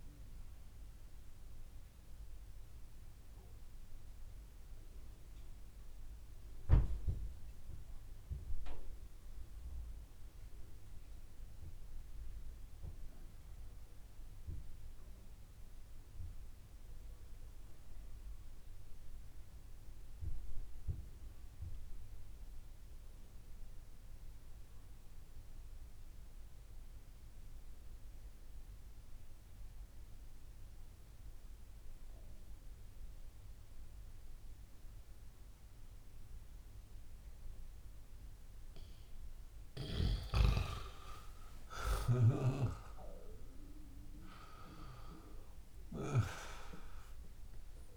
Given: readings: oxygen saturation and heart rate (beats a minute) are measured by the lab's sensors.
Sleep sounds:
breathing in sleep by a room microphone; 1
0.00-10.00 s: oxygen desaturation (device-marked, oxygen 88% lowest)
1.50-39.00 s: mixed apnea (oxygen 94% before, 88% lowest)
30.00-47.97 s: oxygen desaturation (device-marked, oxygen 98% before, 90% lowest)
40.50-46.00 s: arousal
From the record:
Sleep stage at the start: N2 (light sleep); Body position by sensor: on the back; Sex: male

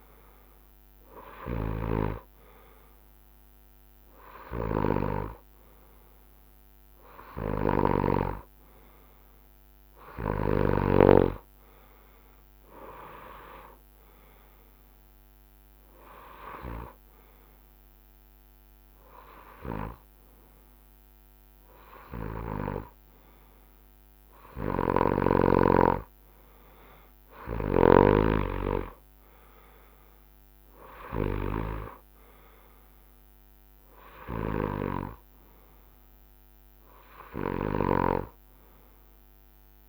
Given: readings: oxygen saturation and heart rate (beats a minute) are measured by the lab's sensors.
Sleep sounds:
breathing in sleep by a microphone on the trachea; none
7.50-11.00 s: snoring (device-marked)
28.50-35.50 s: drop in pulse transit time (device-marked, heart rate 69 before, 71 extreme)
37.50-39.89 s: snoring (device-marked)
From the record:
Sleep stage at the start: N2 (light sleep); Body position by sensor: on the front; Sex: male

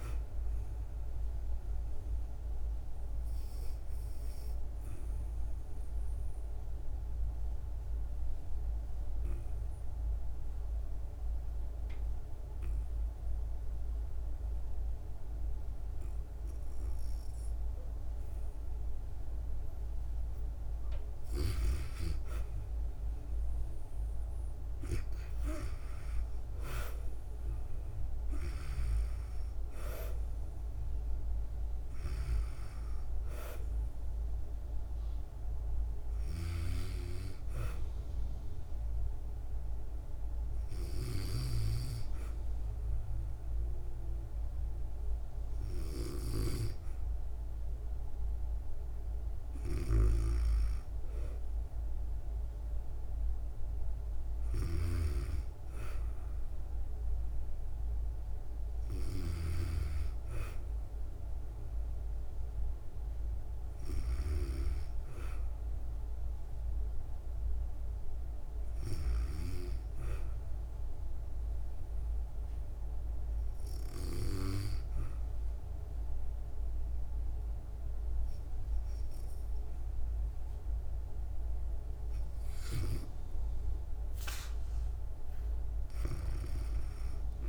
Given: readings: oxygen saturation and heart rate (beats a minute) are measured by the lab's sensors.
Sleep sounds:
breathing in sleep by a room microphone; 3
5.50-17.00 s: obstructive apnea (oxygen 98% before, 84% lowest, heart rate 58 before, 54 extreme, up 6 after)
21.50-24.50 s: arousal
25.00-49.00 s: oxygen desaturation (device-marked, oxygen 95% before, 84% lowest, heart rate 57 before, 56 extreme)
37.50-50.00 s: hypopnea (oxygen 95% before, 84% lowest, heart rate 60 before, 56 extreme, up 2 after)
52.50-56.50 s: arousal
54.00-59.00 s: snoring (device-marked)
70.50-82.00 s: hypopnea (oxygen 98% before, 94% lowest, heart rate 58 before, 55 extreme, up 5 after)
83.50-87.49 s: arousal
From the record:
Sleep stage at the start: REM sleep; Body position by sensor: on the back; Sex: female

